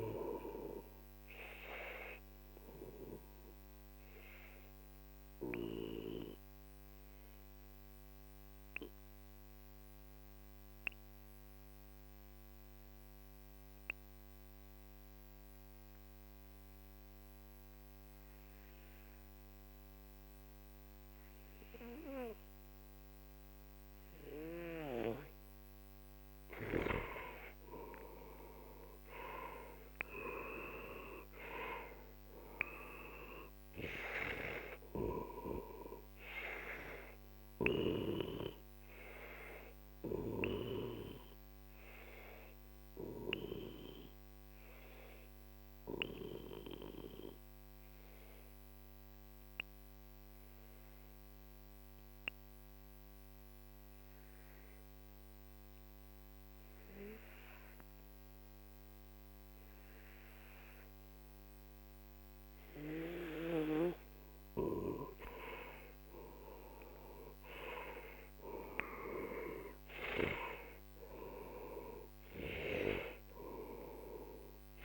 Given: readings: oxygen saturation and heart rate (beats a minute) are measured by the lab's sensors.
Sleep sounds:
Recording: breathing in sleep by a microphone on the trachea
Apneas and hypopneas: 2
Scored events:
0.00-13.50 s: oxygen desaturation (device-marked, oxygen 91% lowest, heart rate 43 extreme)
1.50-25.50 s: obstructive apnea (oxygen 97% before, 91% lowest, heart rate 55 before, 42 extreme, up 15 after)
27.00-31.50 s: arousal
27.50-51.50 s: oxygen desaturation (device-marked, oxygen 98% before, 92% lowest, heart rate 47 before, 42 extreme)
38.00-63.50 s: obstructive apnea (oxygen 98% before, 91% lowest, heart rate 54 before, 42 extreme, up 12 after)
65.50-70.00 s: arousal
From the record:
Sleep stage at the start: N2 (light sleep)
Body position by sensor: on the back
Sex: male

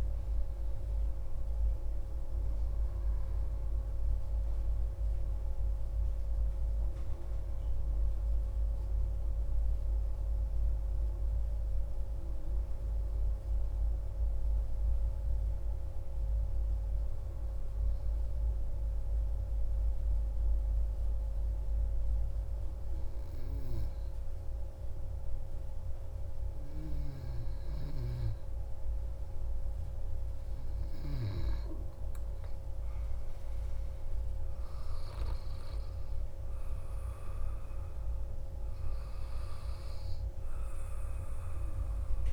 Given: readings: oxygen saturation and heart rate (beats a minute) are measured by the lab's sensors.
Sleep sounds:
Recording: breathing in sleep, hard to hear, by a room microphone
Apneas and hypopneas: none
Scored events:
2.00-42.32 s: new sleep stage, N2 (light sleep)
From the record:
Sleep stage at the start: N1 (lightest sleep)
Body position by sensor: on the back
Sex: male

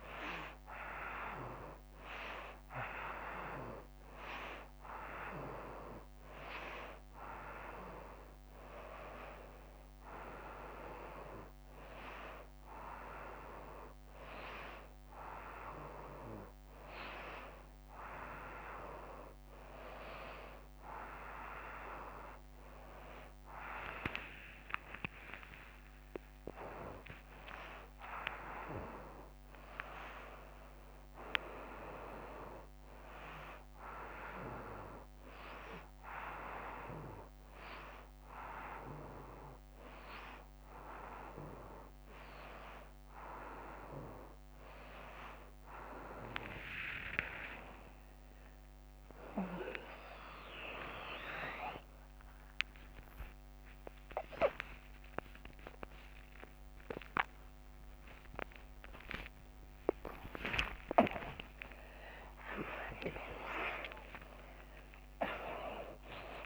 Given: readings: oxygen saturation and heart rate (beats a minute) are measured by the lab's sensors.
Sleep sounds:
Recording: a person awake in a sleep study, by a microphone on the trachea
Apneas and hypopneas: none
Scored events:
none scored
From the record:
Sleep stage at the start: awake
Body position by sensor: on the right side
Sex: female

